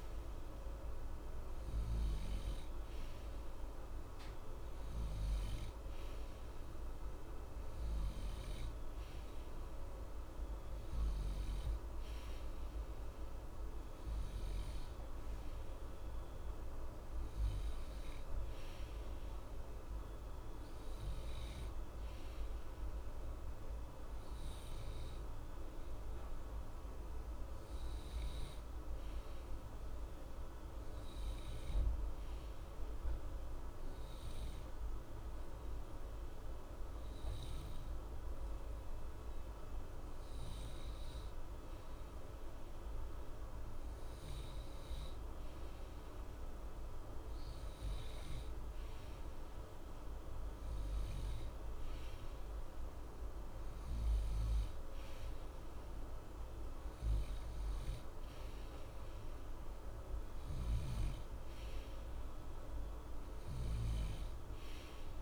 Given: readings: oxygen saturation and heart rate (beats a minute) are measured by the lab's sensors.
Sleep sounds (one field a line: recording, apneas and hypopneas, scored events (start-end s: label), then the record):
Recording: breathing in sleep, hard to hear, by a room microphone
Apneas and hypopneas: 1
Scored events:
25.00-43.50 s: hypopnea (oxygen 93% before, 92% lowest, heart rate 60 before, 60 extreme, up 4 after)
44.50-48.00 s: arousal
From the record:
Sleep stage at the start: N2 (light sleep)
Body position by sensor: on the right side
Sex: male